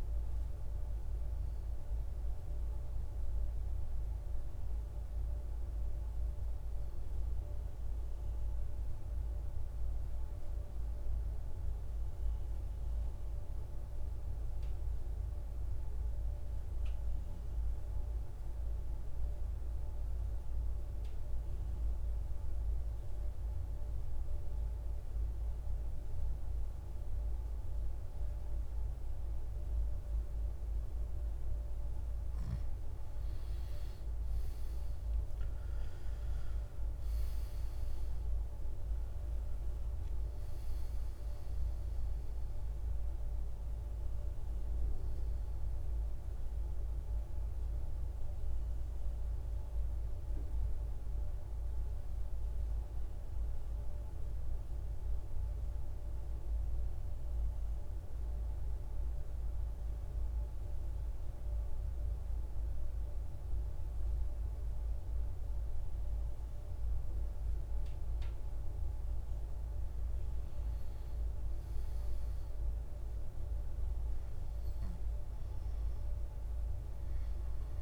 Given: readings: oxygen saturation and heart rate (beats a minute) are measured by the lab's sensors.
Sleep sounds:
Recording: breathing in sleep, hard to hear, by a room microphone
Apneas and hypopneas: 2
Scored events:
0.00-10.00 s: oxygen desaturation (device-marked, oxygen 86% lowest, heart rate 54 extreme)
11.00-32.00 s: mixed apnea (oxygen 98% before, 88% lowest, heart rate 65 before, 54 extreme, up 15 after)
34.00-59.00 s: oxygen desaturation (device-marked, oxygen 98% before, 88% lowest, heart rate 56 before, 56 extreme)
49.50-69.00 s: mixed apnea (oxygen 98% before, 87% lowest, heart rate 66 before, 56 extreme, up 3 after)
70.50-73.50 s: arousal
73.00-77.82 s: oxygen desaturation (device-marked, oxygen 99% before, 90% lowest, heart rate 57 before, 56 extreme)
From the record:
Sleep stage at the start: N2 (light sleep)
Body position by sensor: on the back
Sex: male

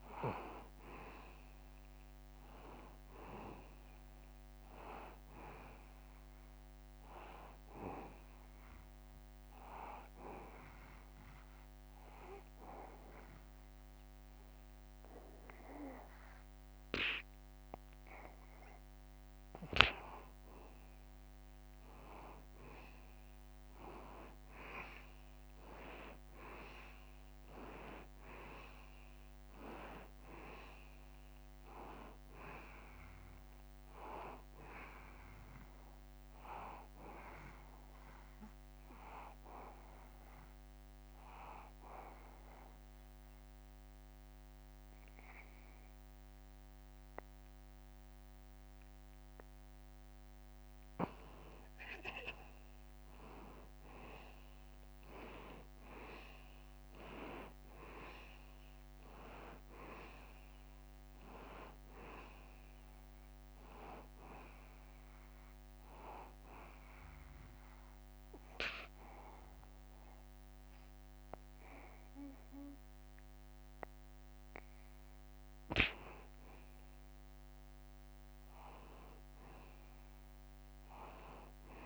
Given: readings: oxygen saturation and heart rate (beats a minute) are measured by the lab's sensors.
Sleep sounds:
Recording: breathing in sleep by a microphone on the trachea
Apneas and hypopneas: 3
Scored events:
0.00-1.50 s: arousal
11.00-21.00 s: obstructive apnea (oxygen 93% before, 88% lowest, heart rate 80 before, 79 extreme, up 0 after)
25.00-29.00 s: arousal
31.00-44.00 s: oxygen desaturation (device-marked, oxygen 94% before, 90% lowest, heart rate 79 before, 77 extreme)
41.50-52.00 s: obstructive apnea (oxygen 94% before, 88% lowest, heart rate 80 before, 77 extreme, up 1 after)
55.00-59.00 s: arousal
59.00-74.00 s: oxygen desaturation (device-marked, oxygen 94% before, 88% lowest, heart rate 78 before, 78 extreme)
67.00-77.00 s: obstructive apnea (oxygen 94% before, 88% lowest, heart rate 78 before, 78 extreme, up 0 after)
79.50-81.85 s: arousal
From the record:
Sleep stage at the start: N2 (light sleep)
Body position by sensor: on the back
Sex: male

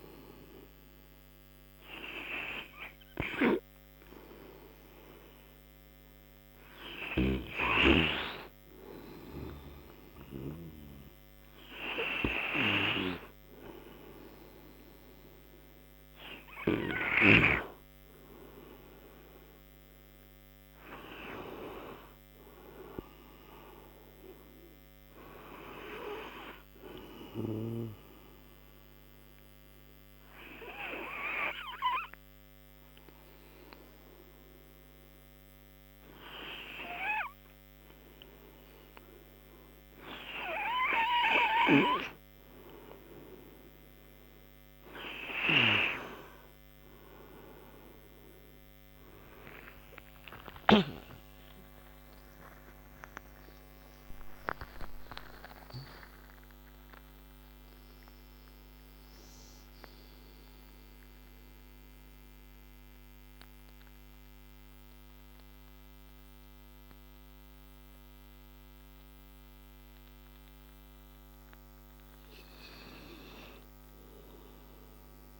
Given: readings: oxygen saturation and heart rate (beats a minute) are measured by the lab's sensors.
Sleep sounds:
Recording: breathing in sleep by a microphone on the trachea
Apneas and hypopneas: 1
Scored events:
0.00-12.50 s: oxygen desaturation (device-marked, oxygen 93% lowest)
18.50-22.00 s: arousal
27.50-40.00 s: obstructive apnea (oxygen 96% before, 95% lowest)
50.00-56.50 s: arousal
52.00-55.50 s: snoring (device-marked)
74.00-75.40 s: arousal
From the record:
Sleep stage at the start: N2 (light sleep)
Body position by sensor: on the right side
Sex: male

